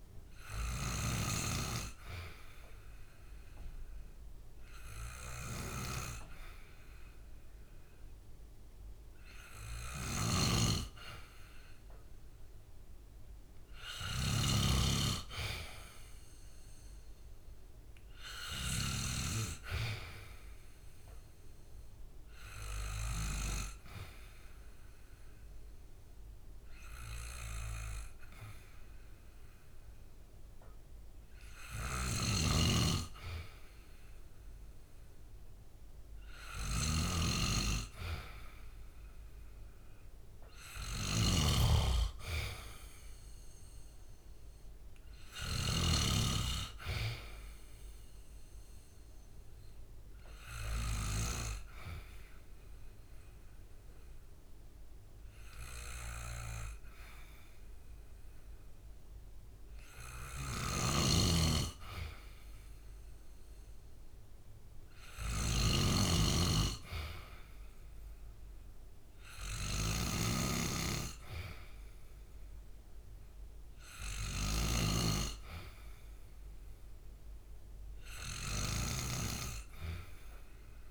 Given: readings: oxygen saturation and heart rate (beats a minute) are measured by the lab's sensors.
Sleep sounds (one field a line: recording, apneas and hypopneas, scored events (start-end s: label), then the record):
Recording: breathing in sleep by a room microphone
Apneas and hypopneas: 3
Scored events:
3.00-13.00 s: hypopnea (oxygen 99% before, 92% lowest, heart rate 67 before, 66 extreme, up 5 after)
7.50-17.50 s: oxygen desaturation (device-marked, oxygen 96% before, 92% lowest, heart rate 67 before, 66 extreme)
9.50-14.00 s: snoring (device-marked)
14.50-17.00 s: arousal
21.00-32.50 s: obstructive apnea (oxygen 96% before, 93% lowest, heart rate 68 before, 66 extreme, up 1 after)
32.00-45.50 s: snoring (device-marked)
34.50-37.00 s: arousal
46.50-63.50 s: oxygen desaturation (device-marked, oxygen 97% before, 94% lowest, heart rate 68 before, 67 extreme)
49.50-60.50 s: obstructive apnea (oxygen 97% before, 93% lowest, heart rate 68 before, 67 extreme, up 0 after)
60.50-74.50 s: snoring (device-marked)
63.50-66.50 s: arousal
74.50-80.91 s: oxygen desaturation (device-marked, oxygen 97% before, 93% lowest, heart rate 68 before, 67 extreme)
From the record:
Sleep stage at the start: N2 (light sleep)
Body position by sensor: on the back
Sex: male